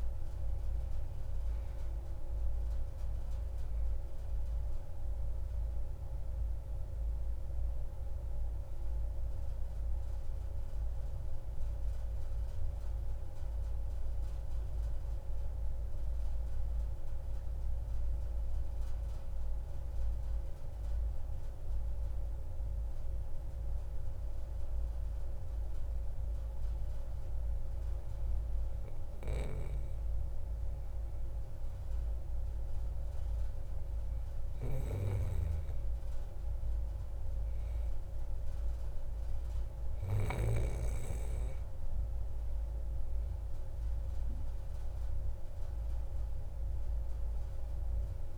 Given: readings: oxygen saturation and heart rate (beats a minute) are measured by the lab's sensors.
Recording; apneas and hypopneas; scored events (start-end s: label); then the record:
breathing in sleep by a room microphone; 1
0.00-1.00 s: arousal
11.00-30.50 s: hypopnea (oxygen 94% before, 91% lowest)
33.50-37.00 s: arousal
46.00-48.38 s: new sleep stage, N1 (lightest sleep)
From the record:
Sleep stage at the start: N2 (light sleep); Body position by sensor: on the back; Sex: male